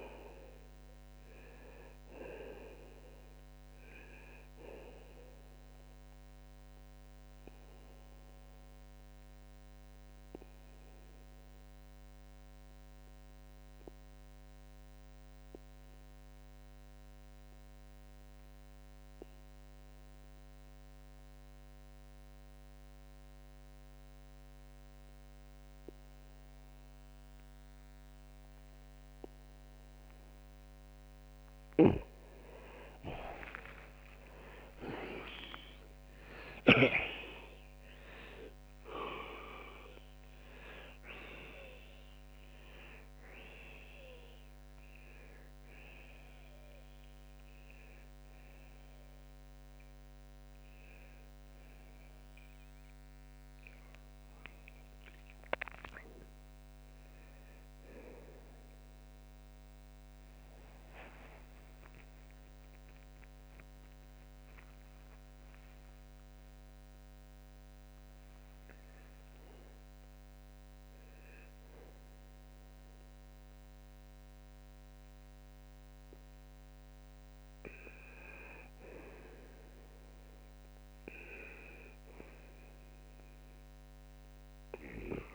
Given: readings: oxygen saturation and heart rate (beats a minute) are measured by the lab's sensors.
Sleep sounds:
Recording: breathing in sleep by a microphone on the trachea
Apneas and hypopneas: 2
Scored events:
0.00-5.00 s: oxygen desaturation (device-marked, oxygen 82% lowest, heart rate 70 extreme)
9.00-31.00 s: mixed apnea (oxygen 94% before, 84% lowest, heart rate 86 before, 68 extreme)
16.00-35.00 s: oxygen desaturation (device-marked, oxygen 94% before, 86% lowest, heart rate 87 before, 68 extreme)
33.50-39.50 s: arousal
41.00-71.00 s: new sleep stage, N1 (lightest sleep)
56.00-59.00 s: arousal
61.50-78.50 s: hypopnea (oxygen 91% before, 84% lowest, heart rate 109 before, 71 extreme, up 15 after)
71.00-85.35 s: new sleep stage, N2 (light sleep)
75.00-85.35 s: oxygen desaturation (device-marked, oxygen 91% before, 84% lowest, heart rate 103 before, 71 extreme)
80.50-83.50 s: arousal
From the record:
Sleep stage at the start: N2 (light sleep)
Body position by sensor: on the left side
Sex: male

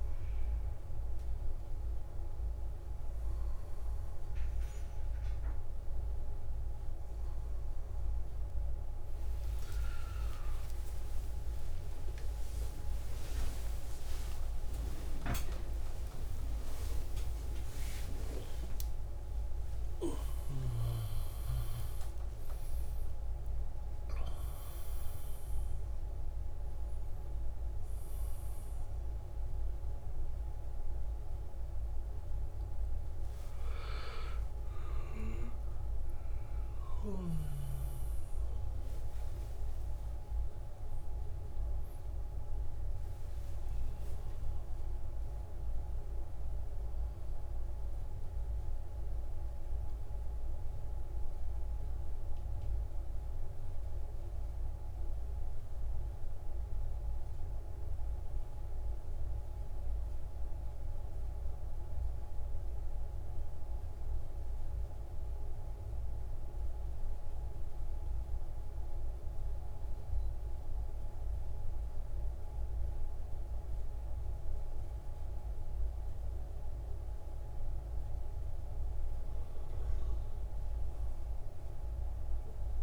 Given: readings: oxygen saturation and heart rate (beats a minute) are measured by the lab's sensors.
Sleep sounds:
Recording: a person partly awake in a sleep study, hard to hear, by a room microphone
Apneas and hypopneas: 1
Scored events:
0.00-16.00 s: oxygen desaturation (device-marked, oxygen 93% lowest, heart rate 63 extreme)
11.00-41.00 s: new sleep stage, awake
41.00-82.83 s: new sleep stage, N2 (light sleep)
48.00-66.00 s: central apnea (oxygen 99% before, 94% lowest, heart rate 75 before, 56 extreme, up 8 after)
68.00-72.50 s: arousal
75.00-82.83 s: oxygen desaturation (device-marked, oxygen 99% before, 94% lowest, heart rate 61 before, 60 extreme)
From the record:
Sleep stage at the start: N2 (light sleep)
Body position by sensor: on the right side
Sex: male

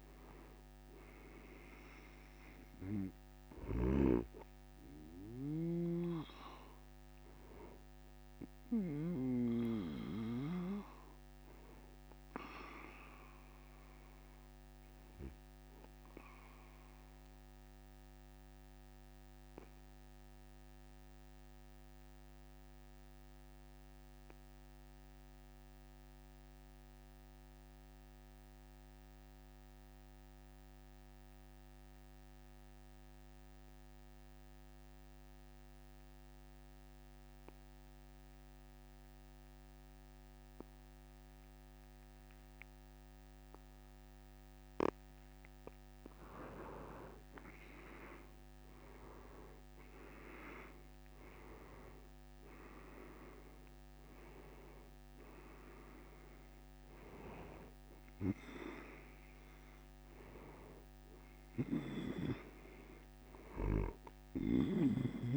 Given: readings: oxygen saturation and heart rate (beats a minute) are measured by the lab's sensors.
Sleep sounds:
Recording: breathing in sleep by a microphone on the trachea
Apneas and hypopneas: 1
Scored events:
0.00-27.50 s: oxygen desaturation (device-marked, oxygen 87% lowest)
15.00-44.50 s: obstructive apnea (oxygen 95% before, 86% lowest)
42.50-65.37 s: oxygen desaturation (device-marked, oxygen 97% before, 86% lowest)
47.00-51.00 s: arousal
From the record:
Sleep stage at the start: N2 (light sleep)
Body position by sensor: on the back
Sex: male

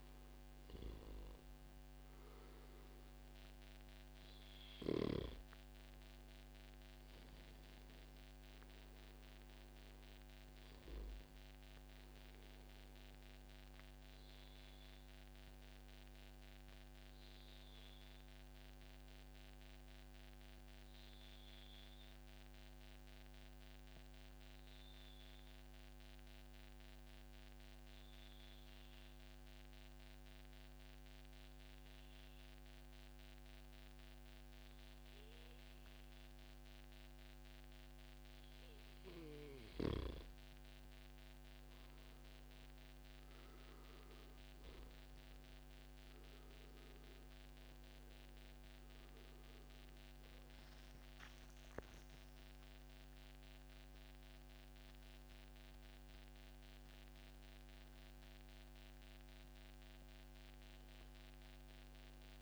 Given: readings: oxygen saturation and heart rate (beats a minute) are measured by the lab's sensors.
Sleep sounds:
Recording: breathing in sleep, hard to hear, by a microphone on the trachea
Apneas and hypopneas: 1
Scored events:
15.50-40.00 s: obstructive apnea (oxygen 97% before, 93% lowest, heart rate 143 before, 97 extreme, up 28 after)
20.50-22.50 s: long interval between heartbeats (device-marked, heart rate 144 before, 126 extreme)
40.50-55.50 s: oxygen desaturation (device-marked, oxygen 97% before, 93% lowest, heart rate 123 before, 93 extreme)
42.50-46.50 s: arousal
From the record:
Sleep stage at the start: N2 (light sleep)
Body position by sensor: on the back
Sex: male

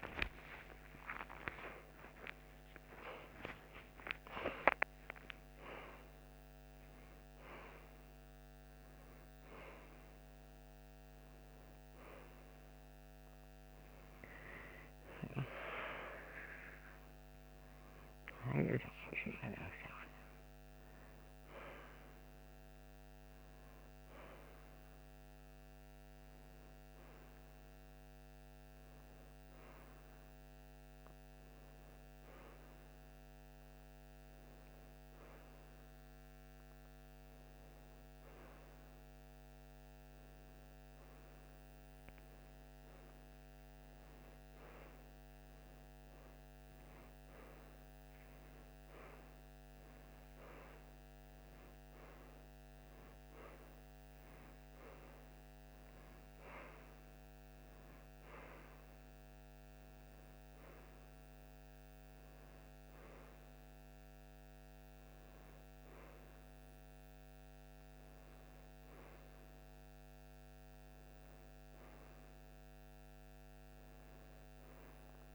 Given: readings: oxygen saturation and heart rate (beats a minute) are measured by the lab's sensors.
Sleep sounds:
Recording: a person awake in a sleep study, by a microphone on the trachea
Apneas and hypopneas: none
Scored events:
none scored
From the record:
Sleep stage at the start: awake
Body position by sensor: on the right side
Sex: female

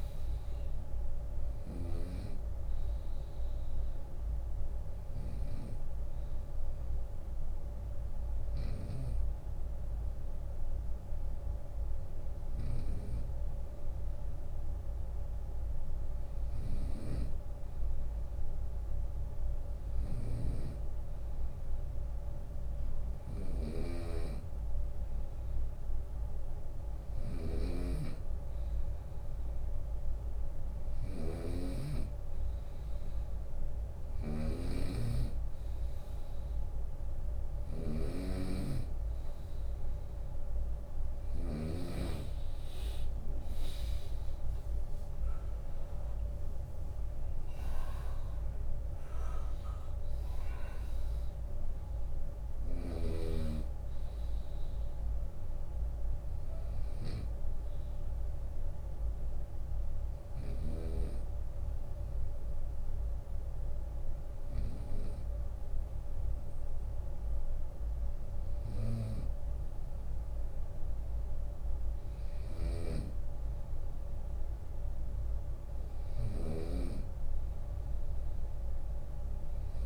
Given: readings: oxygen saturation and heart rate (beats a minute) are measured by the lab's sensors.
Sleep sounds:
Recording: breathing in sleep by a room microphone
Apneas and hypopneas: 2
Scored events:
0.00-2.00 s: drop in pulse transit time (device-marked, heart rate 70 extreme)
4.50-18.50 s: hypopnea (oxygen 97% before, 94% lowest, heart rate 73 before, 69 extreme, up 7 after)
15.50-40.50 s: snoring (device-marked)
20.50-24.00 s: arousal
26.00-31.00 s: drop in pulse transit time (device-marked, heart rate 75 before, 74 extreme)
42.00-54.00 s: drop in pulse transit time (device-marked, heart rate 76 before, 71 extreme)
52.50-55.50 s: arousal
58.50-60.50 s: long interval between heartbeats (device-marked, heart rate 76 before, 81 extreme)
59.00-71.50 s: hypopnea (oxygen 98% before, 95% lowest, heart rate 76 before, 65 extreme, up 14 after)
71.50-79.86 s: snoring (device-marked)
From the record:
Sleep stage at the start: N2 (light sleep)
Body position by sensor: on the right side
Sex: male

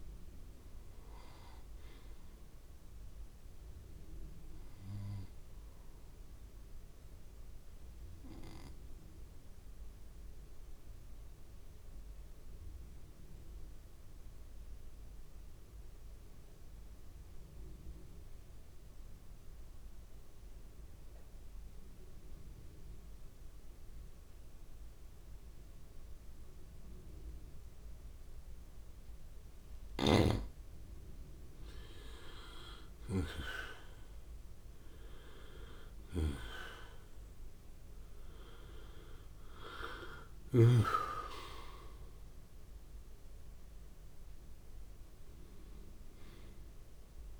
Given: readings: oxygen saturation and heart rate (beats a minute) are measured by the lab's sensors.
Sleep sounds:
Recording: breathing in sleep by a room microphone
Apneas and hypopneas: 1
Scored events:
0.00-12.50 s: oxygen desaturation (device-marked, oxygen 90% lowest, heart rate 55 extreme)
8.00-30.00 s: mixed apnea (oxygen 96% before, 88% lowest, heart rate 61 before, 38 extreme, up 4 after)
28.50-47.40 s: oxygen desaturation (device-marked, oxygen 97% before, 88% lowest, heart rate 66 before, 38 extreme)
31.50-36.00 s: arousal
From the record:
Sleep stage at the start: N2 (light sleep)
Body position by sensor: on the back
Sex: male

